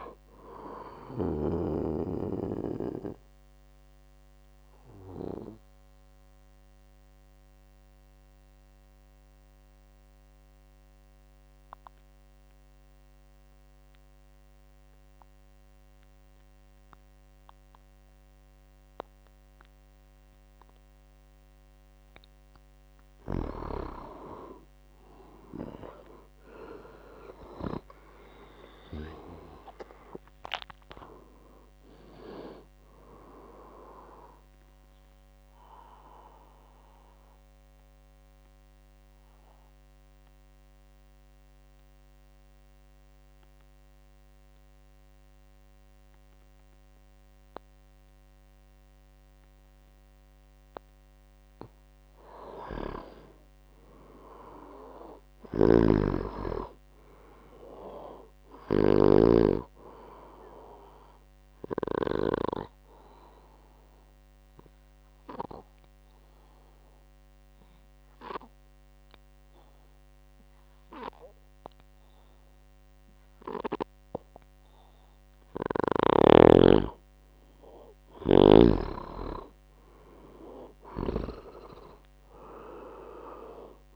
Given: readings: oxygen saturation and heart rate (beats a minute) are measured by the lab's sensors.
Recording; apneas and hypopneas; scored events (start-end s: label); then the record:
breathing in sleep by a microphone on the trachea; 3
0.00-23.00 s: oxygen desaturation (device-marked, oxygen 89% lowest, heart rate 51 extreme)
2.50-22.50 s: mixed apnea (oxygen 98% before, 89% lowest, heart rate 70 before, 52 extreme, up 20 after)
24.50-29.00 s: arousal
29.00-54.00 s: oxygen desaturation (device-marked, oxygen 99% before, 89% lowest, heart rate 62 before, 55 extreme)
36.50-51.50 s: obstructive apnea (oxygen 99% before, 88% lowest, heart rate 70 before, 55 extreme, up 7 after)
54.00-57.50 s: arousal
55.50-59.50 s: snoring (device-marked)
62.50-75.00 s: obstructive apnea (oxygen 99% before, 86% lowest, heart rate 64 before, 60 extreme, up 12 after)
68.00-77.00 s: oxygen desaturation (device-marked, oxygen 98% before, 91% lowest, heart rate 64 before, 60 extreme)
76.50-79.50 s: arousal
79.00-83.96 s: oxygen desaturation (device-marked, oxygen 98% before, 88% lowest, heart rate 65 before, 60 extreme)
From the record:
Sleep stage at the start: N2 (light sleep); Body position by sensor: on the back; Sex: male